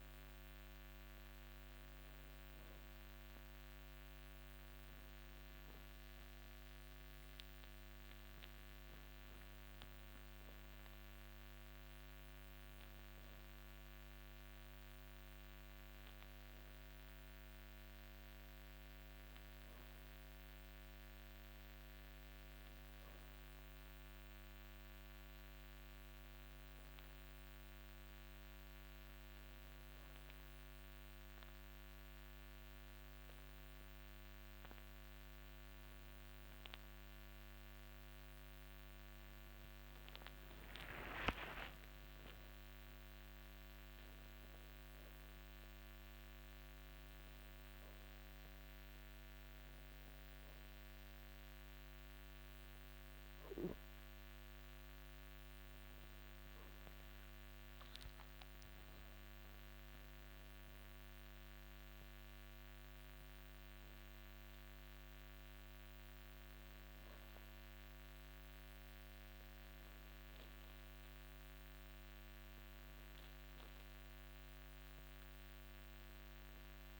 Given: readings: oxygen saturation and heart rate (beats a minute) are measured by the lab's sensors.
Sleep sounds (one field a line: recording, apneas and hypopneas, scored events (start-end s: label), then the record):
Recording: a person awake in a sleep study, hard to hear, by a microphone on the trachea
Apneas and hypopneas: none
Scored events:
0.00-17.00 s: oxygen desaturation (device-marked, oxygen 96% before, 93% lowest)
30.00-77.00 s: new sleep stage, awake
From the record:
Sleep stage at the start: N2 (light sleep)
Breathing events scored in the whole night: 180 in 3.3 hours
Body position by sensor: on the back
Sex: male